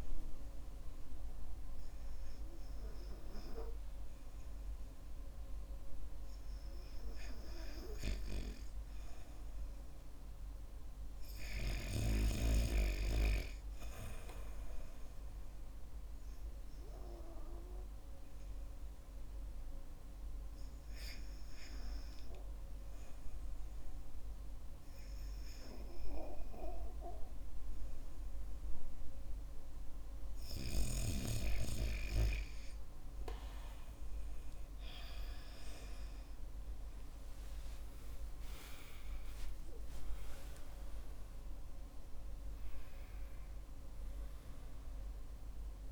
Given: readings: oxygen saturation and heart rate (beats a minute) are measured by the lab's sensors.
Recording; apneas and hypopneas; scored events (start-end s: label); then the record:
breathing in sleep by a room microphone; 1
6.50-17.50 s: oxygen desaturation (device-marked, oxygen 96% before, 93% lowest, heart rate 55 before, 50 extreme)
15.50-28.50 s: hypopnea (oxygen 97% before, 92% lowest, heart rate 54 before, 50 extreme, up 14 after)
35.00-40.00 s: arousal
From the record:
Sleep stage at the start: N2 (light sleep); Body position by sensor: on the back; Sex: male